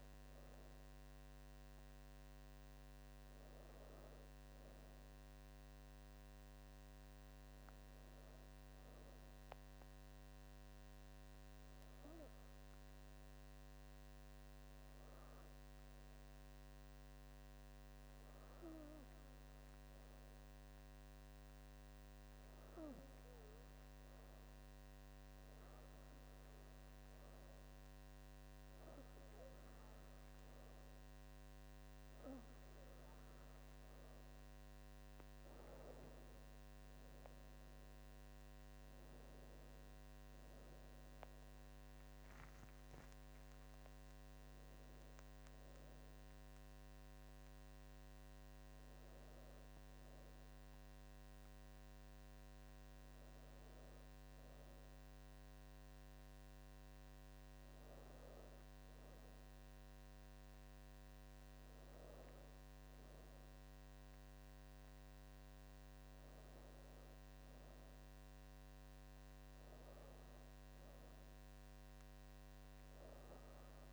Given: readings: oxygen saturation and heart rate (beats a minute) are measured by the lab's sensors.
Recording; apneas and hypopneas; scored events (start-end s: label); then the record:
breathing in sleep, hard to hear, by a microphone on the trachea; 1
5.50-9.50 s: arousal
13.00-25.00 s: hypopnea (oxygen 97% before, 93% lowest, heart rate 70 before, 70 extreme, up 3 after)
36.50-40.50 s: arousal
From the record:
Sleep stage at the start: N2 (light sleep); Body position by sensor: on the back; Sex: female